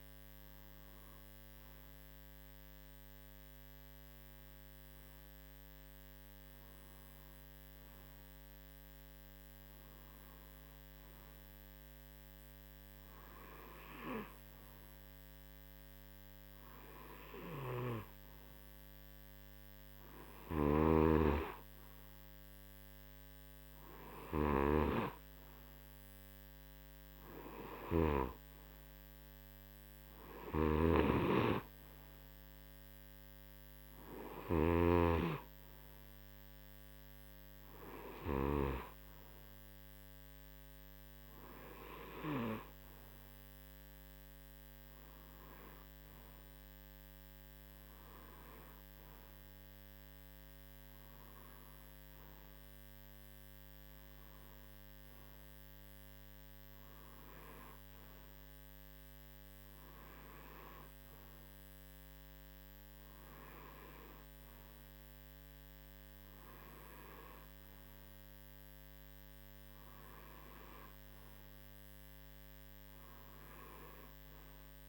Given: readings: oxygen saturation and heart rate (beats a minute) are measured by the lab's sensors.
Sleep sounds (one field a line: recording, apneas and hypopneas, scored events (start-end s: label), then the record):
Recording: breathing in sleep by a microphone on the trachea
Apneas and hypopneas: none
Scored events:
20.00-28.00 s: snoring (device-marked)
30.00-38.50 s: snoring (device-marked)
From the record:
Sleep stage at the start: N2 (light sleep)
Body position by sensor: on the right side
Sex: male